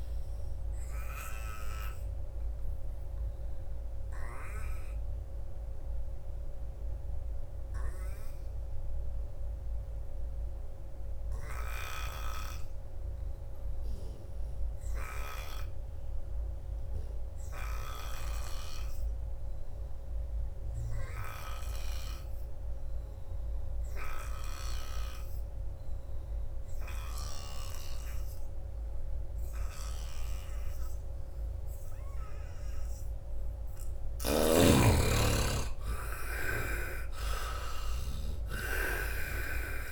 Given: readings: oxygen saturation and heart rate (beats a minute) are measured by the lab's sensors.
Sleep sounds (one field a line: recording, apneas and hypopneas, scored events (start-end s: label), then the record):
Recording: breathing in sleep by a room microphone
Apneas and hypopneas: 1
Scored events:
0.00-10.00 s: oxygen desaturation (device-marked, oxygen 71% lowest, heart rate 71 extreme)
1.50-33.00 s: obstructive apnea (oxygen 98% before, 71% lowest, heart rate 80 before, 76 extreme, up 11 after)
16.00-39.92 s: oxygen desaturation (device-marked, oxygen 98% before, 71% lowest, heart rate 87 before, 70 extreme)
17.50-27.50 s: snoring (device-marked)
29.50-34.50 s: snoring (device-marked)
35.00-38.00 s: arousal
36.50-39.92 s: snoring (device-marked)
From the record:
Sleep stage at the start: N2 (light sleep)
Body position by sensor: on the right side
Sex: male